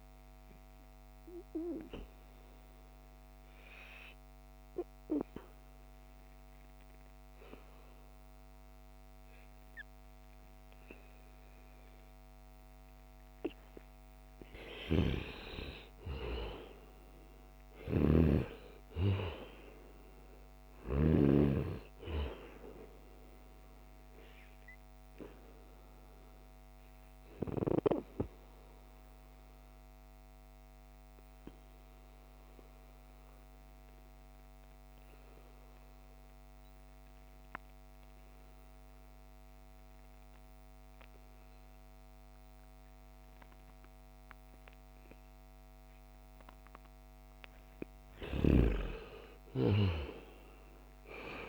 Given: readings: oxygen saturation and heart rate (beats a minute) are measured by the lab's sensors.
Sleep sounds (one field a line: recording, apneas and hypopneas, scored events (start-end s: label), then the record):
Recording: breathing in sleep by a microphone on the trachea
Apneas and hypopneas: 2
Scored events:
1.00-14.50 s: obstructive apnea (oxygen 97% before, 89% lowest, heart rate 82 before, 74 extreme, up 9 after)
10.50-12.50 s: long interval between heartbeats (device-marked, heart rate 80 before, 86 extreme)
15.50-19.50 s: arousal
17.50-34.50 s: oxygen desaturation (device-marked, oxygen 96% before, 92% lowest, heart rate 82 before, 70 extreme)
18.00-21.50 s: snoring (device-marked)
25.00-46.50 s: obstructive apnea (oxygen 97% before, 89% lowest, heart rate 81 before, 70 extreme, up 4 after)
48.00-51.49 s: arousal
48.50-51.49 s: oxygen desaturation (device-marked, oxygen 96% before, 89% lowest, heart rate 74 before, 67 extreme)
From the record:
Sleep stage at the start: N2 (light sleep)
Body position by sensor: on the right side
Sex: male